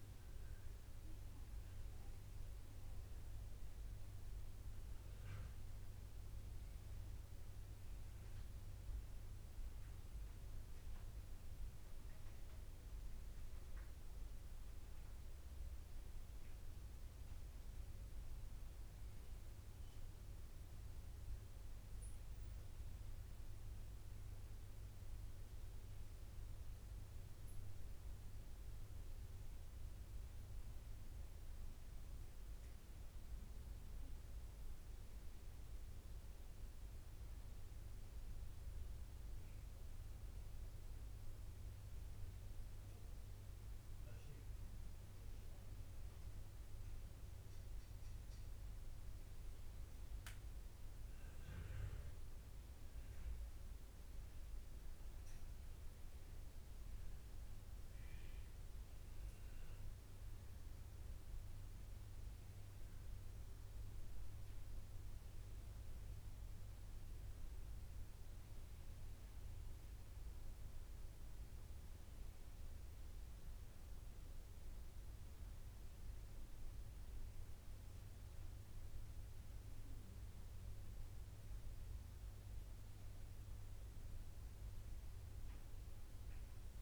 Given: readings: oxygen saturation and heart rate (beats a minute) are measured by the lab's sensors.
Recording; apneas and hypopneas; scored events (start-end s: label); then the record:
breathing in sleep, hard to hear, by a room microphone; none
12.00-14.00 s: long interval between heartbeats (device-marked, heart rate 77 before, 76 extreme)
43.50-86.82 s: new sleep stage, N2 (light sleep)
From the record:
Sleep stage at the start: N1 (lightest sleep); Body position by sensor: on the right side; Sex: male